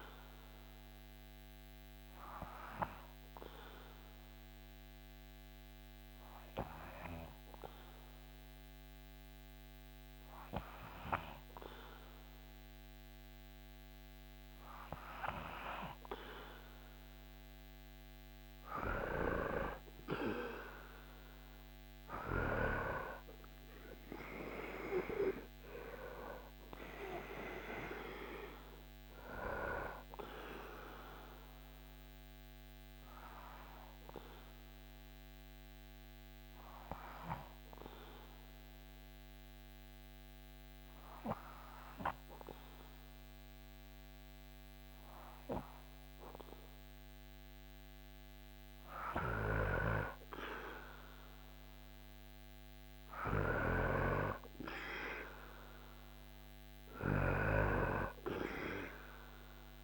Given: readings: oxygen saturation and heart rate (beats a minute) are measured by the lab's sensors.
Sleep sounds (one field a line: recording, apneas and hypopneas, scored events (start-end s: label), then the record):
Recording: breathing in sleep by a microphone on the trachea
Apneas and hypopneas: 2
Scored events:
1.00-15.50 s: obstructive apnea (oxygen 98% before, 93% lowest, heart rate 78 before, 76 extreme, up 4 after)
4.00-59.84 s: new sleep stage, REM sleep
15.00-44.00 s: oxygen desaturation (device-marked, oxygen 98% before, 93% lowest, heart rate 77 before, 75 extreme)
17.50-22.00 s: arousal
31.00-47.50 s: obstructive apnea (oxygen 98% before, 93% lowest, heart rate 79 before, 75 extreme, up 3 after)
49.50-55.00 s: arousal
From the record:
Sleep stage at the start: N2 (light sleep)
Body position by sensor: on the back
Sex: male